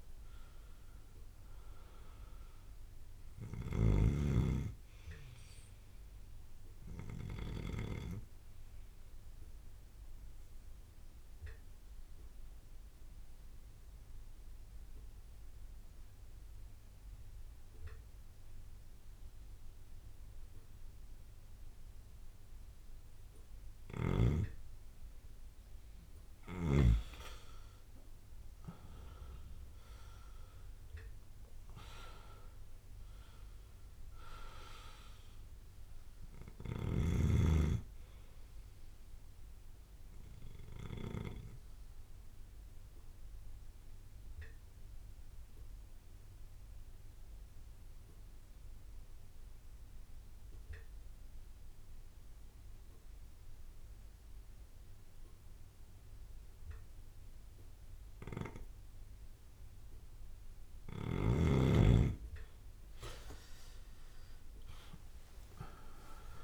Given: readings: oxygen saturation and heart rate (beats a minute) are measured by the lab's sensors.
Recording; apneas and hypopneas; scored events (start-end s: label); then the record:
breathing in sleep by a room microphone; 2
0.00-19.00 s: oxygen desaturation (device-marked, oxygen 93% lowest)
9.50-23.00 s: obstructive apnea (oxygen 99% before, 93% lowest)
23.50-27.00 s: snoring (device-marked)
28.00-32.50 s: arousal
34.00-52.00 s: oxygen desaturation (device-marked, oxygen 98% before, 94% lowest)
41.00-61.00 s: obstructive apnea (oxygen 99% before, 90% lowest)
63.00-65.00 s: long interval between heartbeats (device-marked)
63.50-66.44 s: arousal
64.00-66.44 s: bradycardia (device-marked)
65.00-66.44 s: oxygen desaturation (device-marked, oxygen 99% before, 92% lowest)
From the record:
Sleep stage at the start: N2 (light sleep); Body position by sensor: on the back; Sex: male